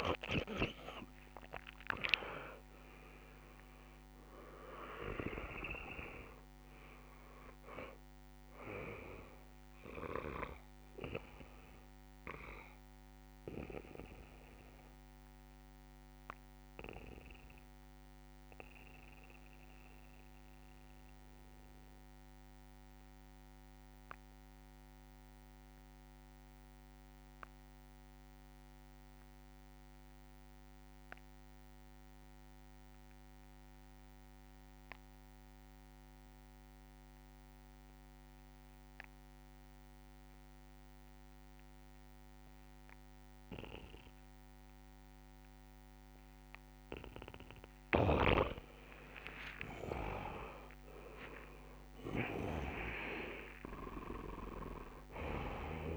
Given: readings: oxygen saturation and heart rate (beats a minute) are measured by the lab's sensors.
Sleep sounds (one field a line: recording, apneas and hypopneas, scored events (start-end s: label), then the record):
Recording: breathing in sleep by a microphone on the trachea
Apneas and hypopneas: 1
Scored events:
0.00-3.00 s: arousal
0.00-5.00 s: snoring (device-marked)
0.00-24.50 s: oxygen desaturation (device-marked, oxygen 85% lowest, heart rate 64 extreme)
4.00-6.00 s: long interval between heartbeats (device-marked, heart rate 72 before, 73 extreme)
9.50-47.00 s: mixed apnea (oxygen 99% before, 84% lowest, heart rate 74 before, 64 extreme, up 5 after)
38.50-55.97 s: oxygen desaturation (device-marked, oxygen 99% before, 84% lowest, heart rate 67 before, 65 extreme)
49.00-53.00 s: arousal
50.00-52.00 s: long interval between heartbeats (device-marked, heart rate 66 before, 66 extreme)
From the record:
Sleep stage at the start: N2 (light sleep)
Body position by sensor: on the back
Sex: male